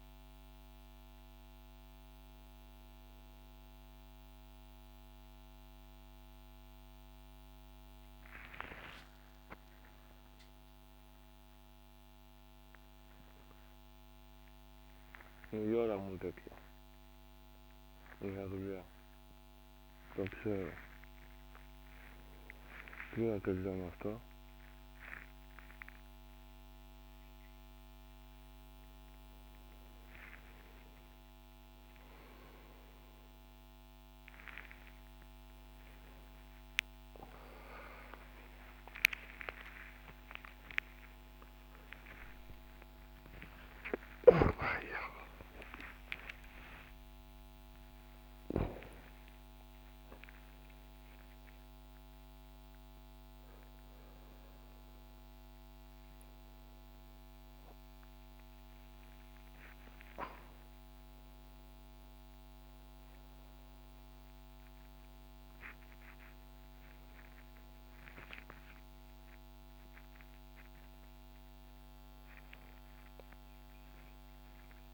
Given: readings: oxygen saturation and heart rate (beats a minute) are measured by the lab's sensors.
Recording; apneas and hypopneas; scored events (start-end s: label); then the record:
a person awake in a sleep study, by a microphone on the trachea; none
none scored
From the record:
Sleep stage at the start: awake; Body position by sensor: upright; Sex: male